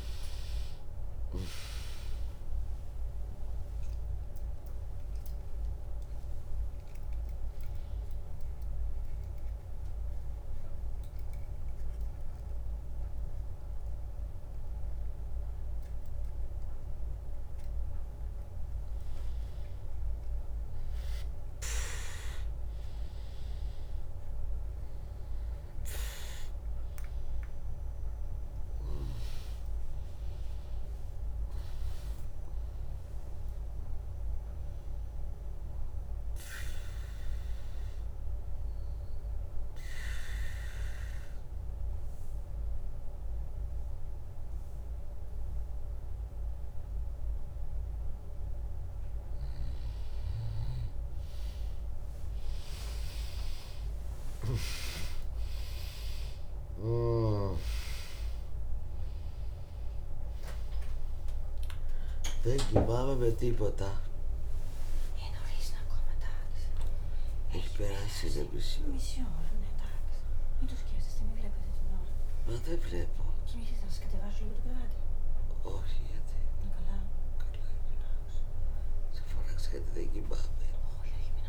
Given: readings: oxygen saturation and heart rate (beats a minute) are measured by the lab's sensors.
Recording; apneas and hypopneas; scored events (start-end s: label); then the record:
a person partly awake in a sleep study, by a room microphone; 2
0.00-8.50 s: tachycardia (device-marked, heart rate 126 extreme)
0.00-9.50 s: drop in pulse transit time (device-marked, heart rate 68 extreme)
0.00-15.50 s: oxygen desaturation (device-marked, oxygen 95% lowest, heart rate 77 extreme)
3.00-5.00 s: long interval between heartbeats (device-marked, heart rate 72 before, 109 extreme)
6.00-8.00 s: long interval between heartbeats (device-marked, heart rate 77 before, 119 extreme)
8.00-19.00 s: central apnea (oxygen 100% before, 95% lowest, heart rate 81 before, 71 extreme, up 6 after)
20.50-25.50 s: arousal
26.50-28.50 s: long interval between heartbeats (device-marked, heart rate 92 before, 89 extreme)
28.50-40.50 s: drop in pulse transit time (device-marked, heart rate 88 before, 76 extreme)
30.00-32.00 s: long interval between heartbeats (device-marked, heart rate 87 before, 100 extreme)
34.50-49.00 s: obstructive apnea (oxygen 100% before, 95% lowest, heart rate 87 before, 61 extreme, up 24 after)
48.50-81.49 s: new sleep stage, awake
52.50-73.50 s: oxygen desaturation (device-marked, oxygen 99% before, 95% lowest, heart rate 73 before, 74 extreme)
53.00-55.00 s: long interval between heartbeats (device-marked, heart rate 73 before, 80 extreme)
56.50-71.50 s: drop in pulse transit time (device-marked, heart rate 71 before, 74 extreme)
62.50-64.50 s: long interval between heartbeats (device-marked, heart rate 73 before, 97 extreme)
From the record:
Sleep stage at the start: N2 (light sleep); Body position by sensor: on the back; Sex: female